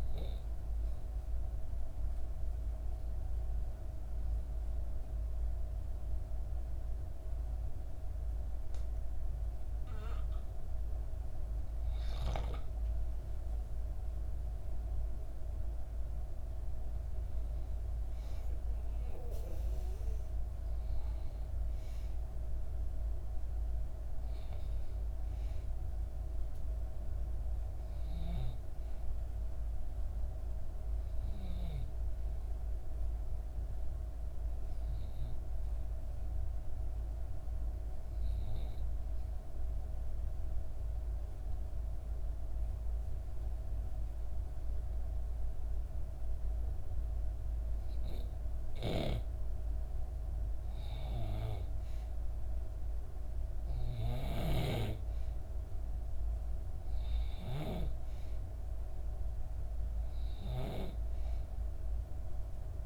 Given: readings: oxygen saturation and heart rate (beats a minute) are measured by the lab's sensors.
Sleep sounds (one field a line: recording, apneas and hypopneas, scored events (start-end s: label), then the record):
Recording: breathing in sleep by a room microphone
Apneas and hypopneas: 2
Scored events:
0.00-2.50 s: oxygen desaturation (device-marked, oxygen 89% lowest, heart rate 60 extreme)
1.00-11.50 s: obstructive apnea (oxygen 97% before, 91% lowest, heart rate 62 before, 60 extreme, up 5 after)
13.50-16.50 s: arousal
18.50-36.50 s: oxygen desaturation (device-marked, oxygen 97% before, 93% lowest, heart rate 61 before, 60 extreme)
36.00-49.50 s: obstructive apnea (oxygen 97% before, 91% lowest, heart rate 62 before, 60 extreme, up 3 after)
51.00-54.50 s: arousal
53.50-62.86 s: oxygen desaturation (device-marked, oxygen 96% before, 91% lowest, heart rate 61 before, 60 extreme)
From the record:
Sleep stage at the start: N2 (light sleep)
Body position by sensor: on the back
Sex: female